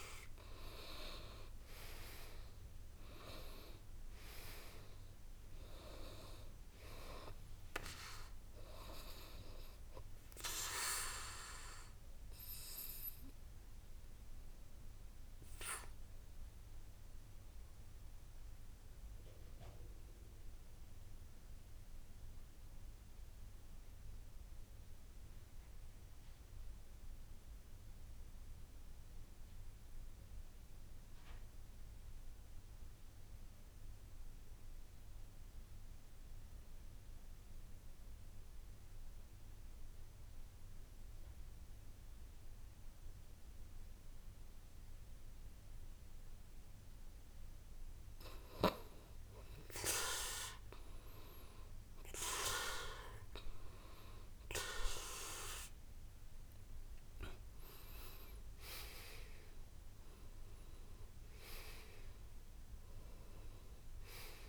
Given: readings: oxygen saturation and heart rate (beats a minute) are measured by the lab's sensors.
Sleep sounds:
breathing in sleep by a room microphone; 1
0.00-26.00 s: oxygen desaturation (device-marked, oxygen 83% lowest, heart rate 52 extreme)
11.50-48.00 s: obstructive apnea (oxygen 96% before, 80% lowest, heart rate 66 before, 52 extreme, up 11 after)
43.00-64.49 s: oxygen desaturation (device-marked, oxygen 98% before, 80% lowest, heart rate 54 before, 46 extreme)
50.00-55.00 s: arousal
From the record:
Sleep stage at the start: N2 (light sleep); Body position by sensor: on the back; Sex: male

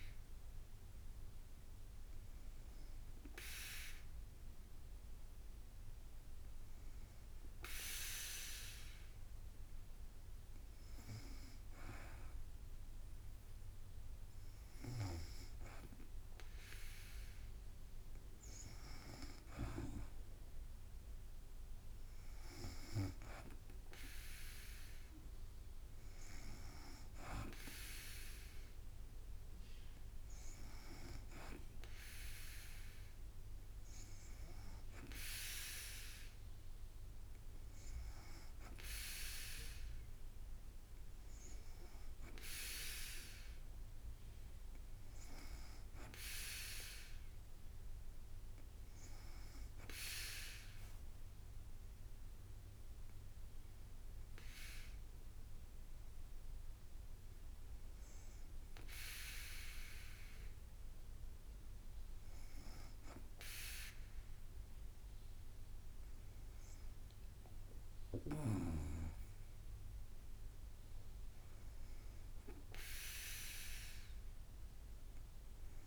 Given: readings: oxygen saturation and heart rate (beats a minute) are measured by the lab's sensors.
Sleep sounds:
breathing in sleep by a room microphone; none
none scored
From the record:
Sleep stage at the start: N2 (light sleep); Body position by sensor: on the back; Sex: female

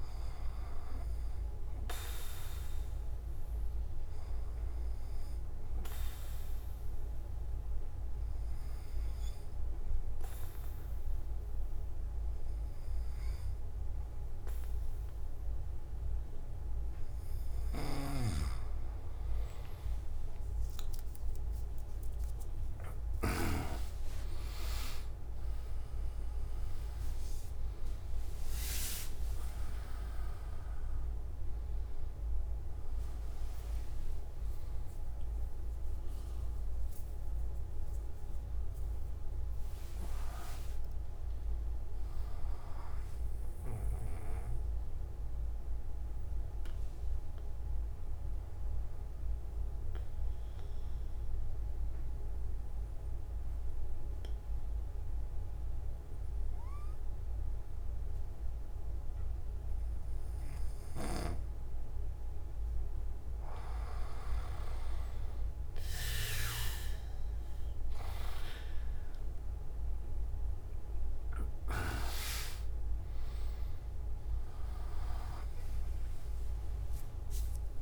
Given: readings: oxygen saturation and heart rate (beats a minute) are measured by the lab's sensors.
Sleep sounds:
breathing in sleep by a room microphone; 2
3.00-17.50 s: obstructive apnea (oxygen 100% before, 92% lowest)
18.00-23.50 s: snoring (device-marked)
23.00-49.00 s: oxygen desaturation (device-marked, oxygen 96% before, 92% lowest)
48.50-63.50 s: obstructive apnea (oxygen 96% before, 92% lowest)
69.00-77.82 s: oxygen desaturation (device-marked, oxygen 99% before, 92% lowest)
From the record:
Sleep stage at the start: N3 (deep sleep); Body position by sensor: on the back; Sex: male

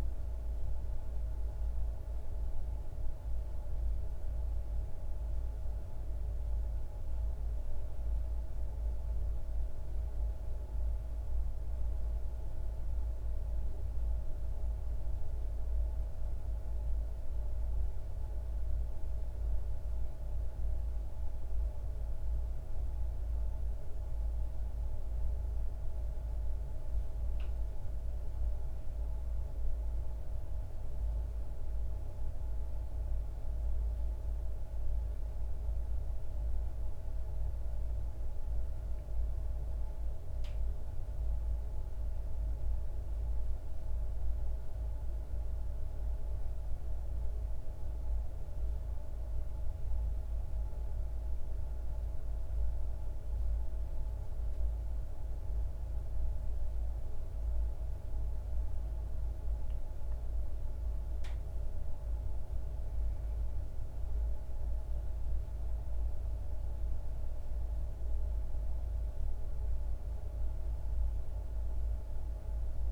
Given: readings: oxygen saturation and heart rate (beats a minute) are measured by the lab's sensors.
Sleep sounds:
a person partly awake in a sleep study, hard to hear, by a room microphone; none
17.00-72.92 s: new sleep stage, N1 (lightest sleep)
From the record:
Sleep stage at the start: awake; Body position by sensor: on the back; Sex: male

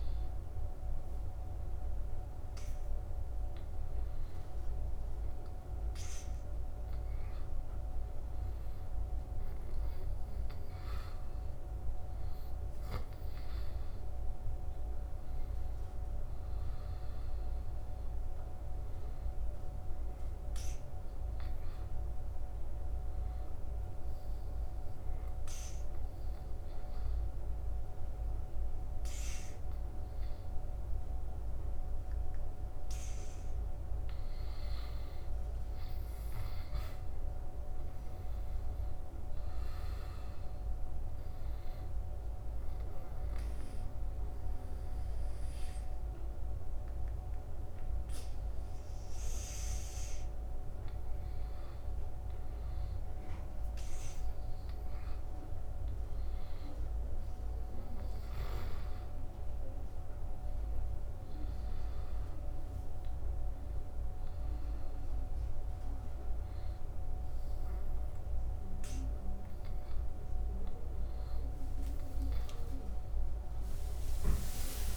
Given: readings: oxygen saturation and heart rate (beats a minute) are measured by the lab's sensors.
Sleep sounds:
breathing in sleep, hard to hear, by a room microphone; 2
16.00-20.00 s: arousal
23.00-33.00 s: obstructive apnea (oxygen 95% before, 88% lowest, heart rate 80 before, 76 extreme, up 2 after)
36.00-39.00 s: arousal
41.50-51.50 s: obstructive apnea (oxygen 94% before, 88% lowest, heart rate 81 before, 76 extreme, up 8 after)
43.50-54.50 s: oxygen desaturation (device-marked, oxygen 94% before, 88% lowest, heart rate 81 before, 77 extreme)
52.50-57.00 s: arousal
From the record:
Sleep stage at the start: N2 (light sleep); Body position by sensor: on the back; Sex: male

